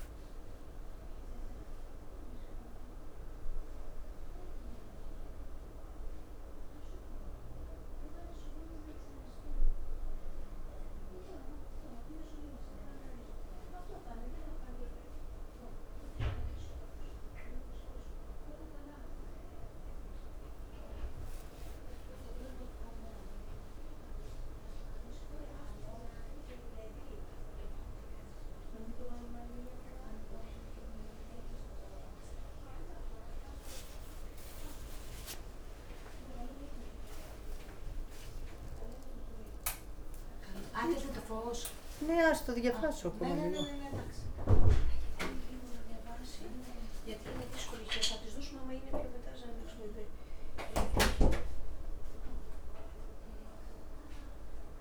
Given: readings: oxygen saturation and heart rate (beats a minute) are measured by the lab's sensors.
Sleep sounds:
a person awake in a sleep study, by a room microphone; none
11.50-13.00 s: leg movement (device-marked)
19.50-20.50 s: leg movement (device-marked)
34.00-38.50 s: leg movement (device-marked)
40.50-49.00 s: leg movement (device-marked)
From the record:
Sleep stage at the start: awake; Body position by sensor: on the back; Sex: female

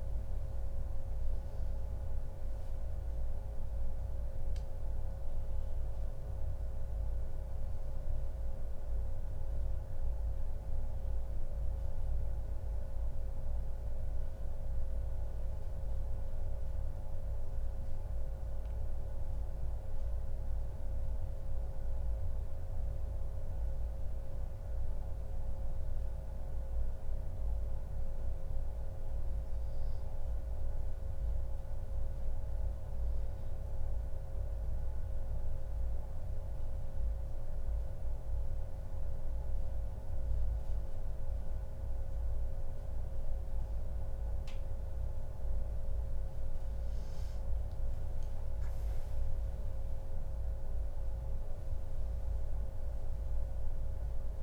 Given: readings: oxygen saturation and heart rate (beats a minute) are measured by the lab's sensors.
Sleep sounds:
breathing in sleep, hard to hear, by a room microphone; none
0.00-2.50 s: arousal
48.50-54.00 s: arousal
From the record:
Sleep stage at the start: N1 (lightest sleep); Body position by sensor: on the back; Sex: male

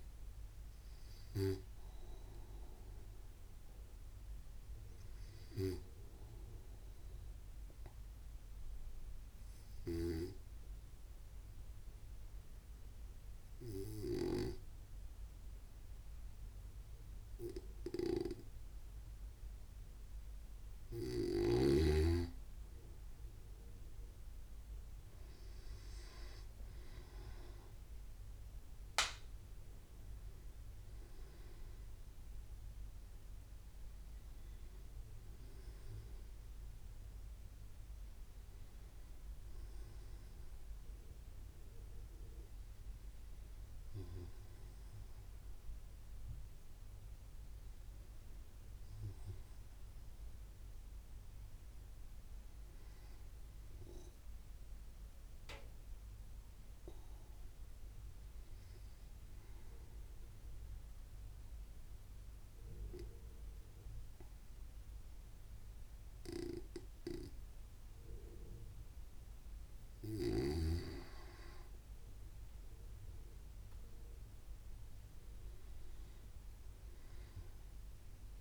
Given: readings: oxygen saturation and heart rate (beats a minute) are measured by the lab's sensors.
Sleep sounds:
breathing in sleep by a room microphone; 2
0.00-14.00 s: oxygen desaturation (device-marked, oxygen 93% lowest, heart rate 64 extreme)
2.50-21.00 s: obstructive apnea (oxygen 98% before, 93% lowest, heart rate 65 before, 64 extreme, up 0 after)
24.00-28.50 s: arousal
28.00-54.00 s: oxygen desaturation (device-marked, oxygen 98% before, 94% lowest, heart rate 65 before, 64 extreme)
55.00-70.00 s: obstructive apnea (oxygen 97% before, 95% lowest, heart rate 65 before, 63 extreme, up 0 after)
73.00-76.50 s: arousal
From the record:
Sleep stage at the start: N2 (light sleep); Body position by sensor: on the right side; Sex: male

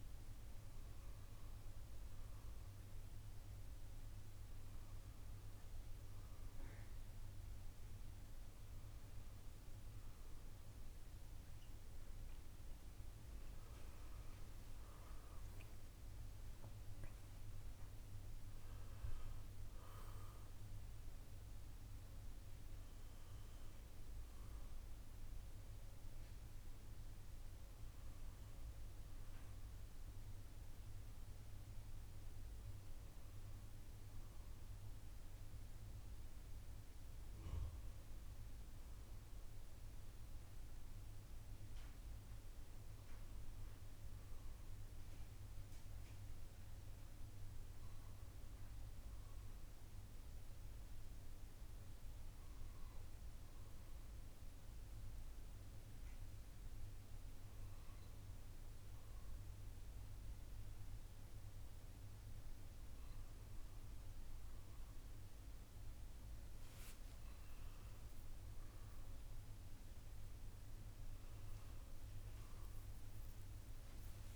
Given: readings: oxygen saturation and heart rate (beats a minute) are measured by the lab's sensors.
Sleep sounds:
breathing in sleep, hard to hear, by a room microphone; none
15.00-18.50 s: arousal
71.00-74.36 s: arousal
From the record:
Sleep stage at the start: N1 (lightest sleep); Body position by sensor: on the left side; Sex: male

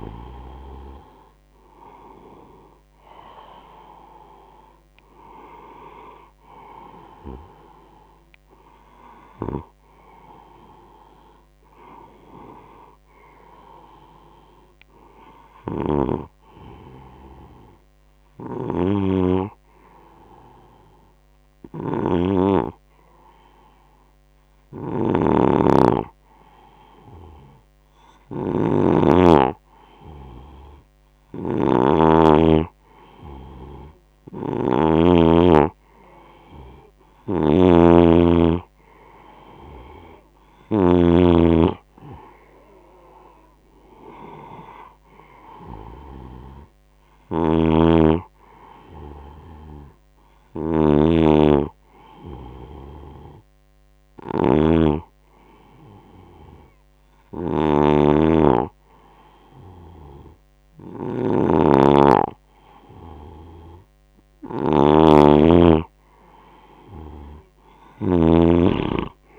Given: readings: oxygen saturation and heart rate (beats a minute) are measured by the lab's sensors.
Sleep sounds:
breathing in sleep by a microphone on the trachea; 2
15.00-40.50 s: snoring (device-marked)
17.50-30.50 s: hypopnea (oxygen 98% before, 93% lowest, heart rate 80 before, 72 extreme, up 8 after)
33.00-46.00 s: oxygen desaturation (device-marked, oxygen 96% before, 93% lowest, heart rate 78 before, 72 extreme)
38.50-43.00 s: arousal
47.00-68.00 s: snoring (device-marked)
52.50-64.00 s: hypopnea (oxygen 96% before, 93% lowest, heart rate 79 before, 76 extreme, up 10 after)
From the record:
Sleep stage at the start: N2 (light sleep); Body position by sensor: on the right side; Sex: male

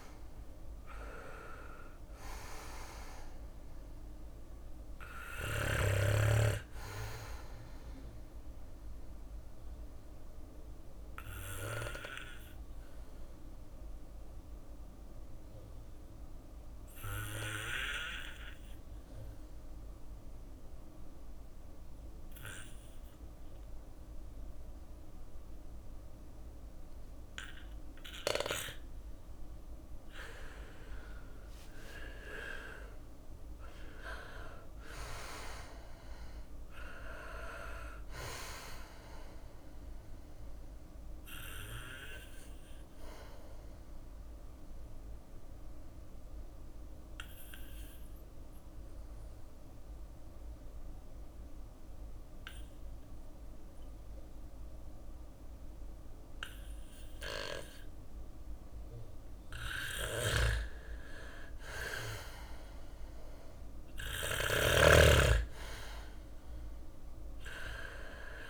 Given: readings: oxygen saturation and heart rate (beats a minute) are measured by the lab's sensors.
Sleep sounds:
breathing in sleep by a room microphone; 2
0.00-10.00 s: drop in pulse transit time (device-marked, heart rate 58 extreme)
1.00-18.00 s: oxygen desaturation (device-marked, oxygen 98% before, 91% lowest, heart rate 59 before, 56 extreme)
4.00-16.00 s: bradycardia (device-marked, heart rate 60 before, 57 extreme)
6.50-27.50 s: obstructive apnea (oxygen 98% before, 91% lowest, heart rate 61 before, 55 extreme, up 3 after)
21.00-27.00 s: bradycardia (device-marked, heart rate 60 before, 59 extreme)
29.50-32.00 s: arousal
30.00-42.00 s: drop in pulse transit time (device-marked, heart rate 59 before, 56 extreme)
31.00-54.00 s: oxygen desaturation (device-marked, oxygen 99% before, 92% lowest, heart rate 59 before, 54 extreme)
35.00-54.00 s: bradycardia (device-marked, heart rate 60 before, 55 extreme)
41.00-58.00 s: obstructive apnea (oxygen 99% before, 92% lowest, heart rate 60 before, 54 extreme, up 3 after)
55.00-57.00 s: bradycardia (device-marked, heart rate 60 before, 59 extreme)
58.00-68.50 s: bradycardia (device-marked, heart rate 60 before, 54 extreme)
58.50-63.50 s: snoring (device-marked)
60.00-64.00 s: arousal
From the record:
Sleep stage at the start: N2 (light sleep); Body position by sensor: on the back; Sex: male

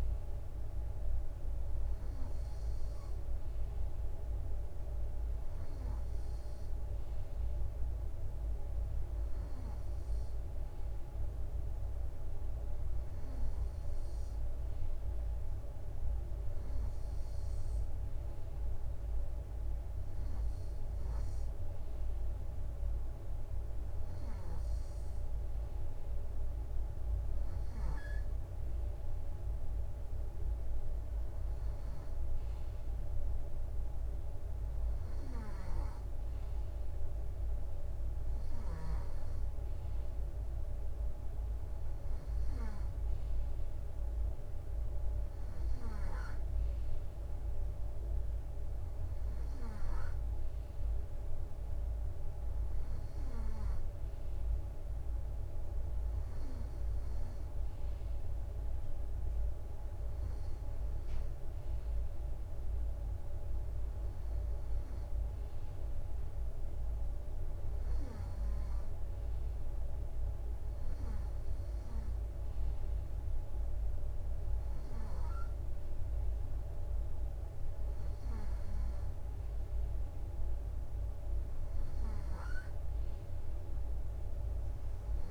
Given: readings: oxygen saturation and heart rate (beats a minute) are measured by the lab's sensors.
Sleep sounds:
breathing in sleep, hard to hear, by a room microphone; none
none scored
From the record:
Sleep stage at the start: N2 (light sleep); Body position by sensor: on the right side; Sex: male

